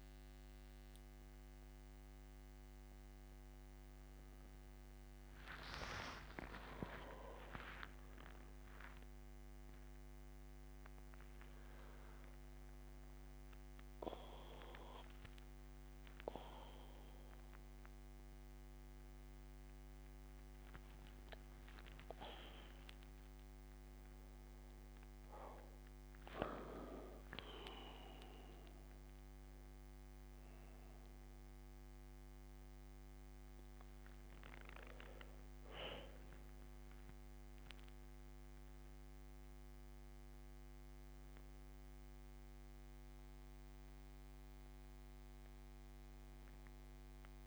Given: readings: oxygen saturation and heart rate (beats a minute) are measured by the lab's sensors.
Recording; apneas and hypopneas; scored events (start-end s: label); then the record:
a person partly awake in a sleep study, by a microphone on the trachea; none
19.00-47.47 s: new sleep stage, N1 (lightest sleep)
From the record:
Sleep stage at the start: awake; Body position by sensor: on the back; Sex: male